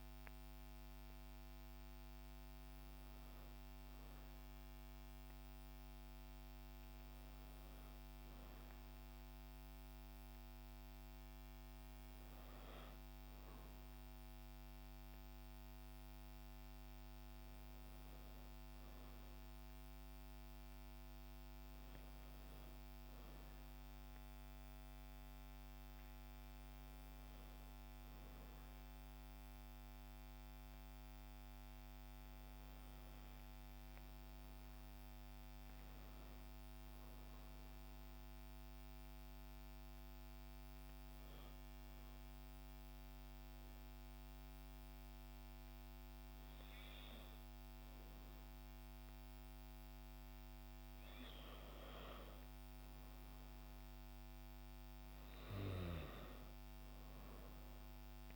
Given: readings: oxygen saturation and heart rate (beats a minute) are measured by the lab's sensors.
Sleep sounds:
breathing in sleep, hard to hear, by a microphone on the trachea; 1
0.00-6.50 s: oxygen desaturation (device-marked, oxygen 91% lowest, heart rate 51 extreme)
42.00-52.00 s: hypopnea (oxygen 97% before, 93% lowest, heart rate 57 before, 52 extreme, up 8 after)
53.50-56.00 s: arousal
From the record:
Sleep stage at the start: N2 (light sleep); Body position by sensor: on the back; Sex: female

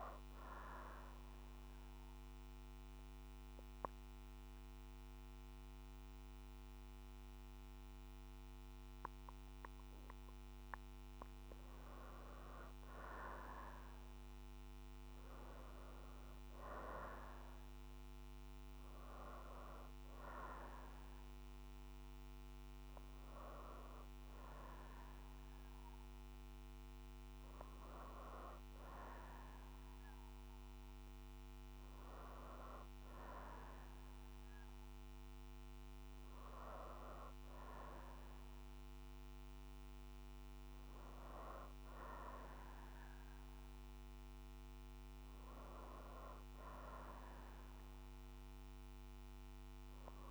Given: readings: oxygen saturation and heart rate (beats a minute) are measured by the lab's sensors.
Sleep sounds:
breathing in sleep by a microphone on the trachea; 1
1.00-12.00 s: obstructive apnea (oxygen 97% before, 90% lowest, heart rate 63 before, 59 extreme, up 5 after)
13.50-18.00 s: arousal
19.00-35.00 s: oxygen desaturation (device-marked, oxygen 94% before, 90% lowest, heart rate 61 before, 61 extreme)
From the record:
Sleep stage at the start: N2 (light sleep); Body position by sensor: on the back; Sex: female

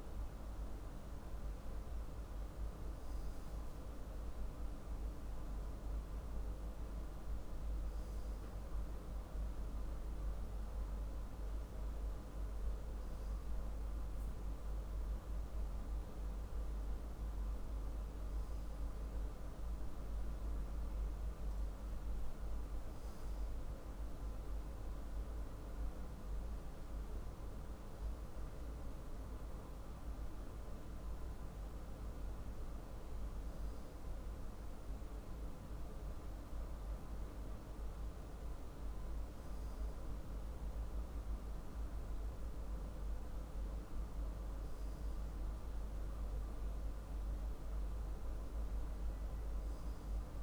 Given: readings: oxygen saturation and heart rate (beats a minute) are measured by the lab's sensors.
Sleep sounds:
breathing in sleep, hard to hear, by a room microphone; none
none scored
From the record:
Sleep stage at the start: N2 (light sleep); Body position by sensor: on the left side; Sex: male

